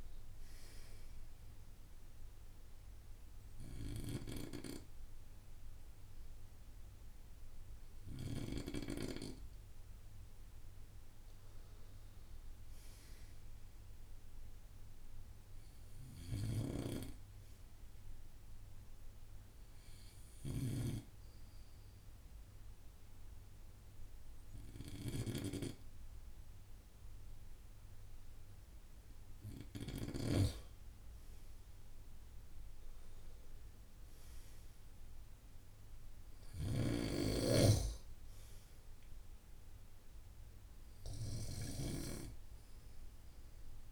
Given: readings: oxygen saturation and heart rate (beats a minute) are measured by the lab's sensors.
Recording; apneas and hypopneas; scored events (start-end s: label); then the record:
breathing in sleep by a room microphone; 1
1.00-11.00 s: obstructive apnea (oxygen 97% before, 93% lowest)
12.50-15.50 s: arousal
From the record:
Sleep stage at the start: N2 (light sleep); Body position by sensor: on the right side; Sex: male